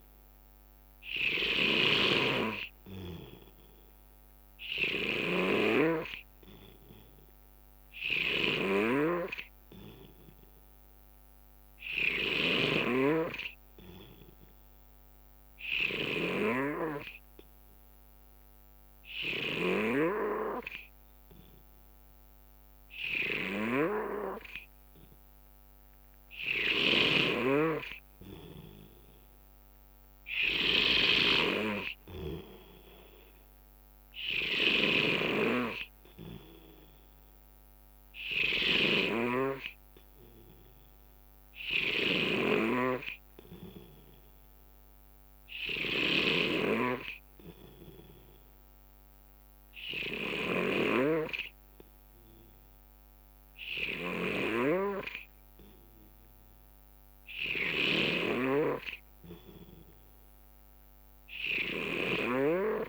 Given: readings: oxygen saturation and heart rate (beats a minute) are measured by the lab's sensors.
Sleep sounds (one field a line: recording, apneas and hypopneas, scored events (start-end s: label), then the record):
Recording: breathing in sleep by a microphone on the trachea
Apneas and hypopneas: none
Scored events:
0.00-20.00 s: snoring (device-marked)
27.00-62.89 s: snoring (device-marked)
From the record:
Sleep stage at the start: N3 (deep sleep)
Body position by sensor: on the right side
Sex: male